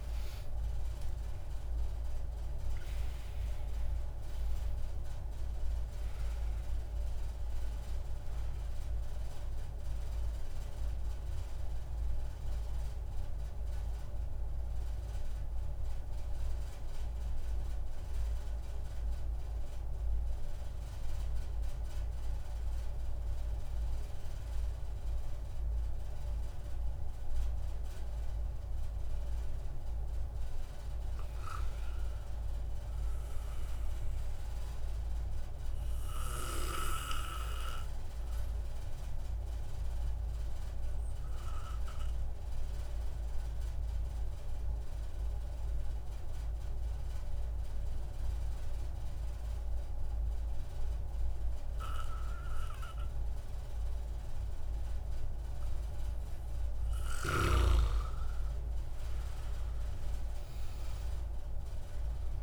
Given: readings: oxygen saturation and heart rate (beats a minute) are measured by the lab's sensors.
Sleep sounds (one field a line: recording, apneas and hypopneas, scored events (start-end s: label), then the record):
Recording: breathing in sleep by a room microphone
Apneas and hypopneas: 2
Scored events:
0.00-10.00 s: oxygen desaturation (device-marked, oxygen 93% lowest)
10.50-29.00 s: obstructive apnea (oxygen 98% before, 93% lowest)
30.00-34.00 s: arousal
38.50-56.00 s: obstructive apnea (oxygen 98% before, 94% lowest)
59.00-62.43 s: arousal
From the record:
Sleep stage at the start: N2 (light sleep)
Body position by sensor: on the back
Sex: male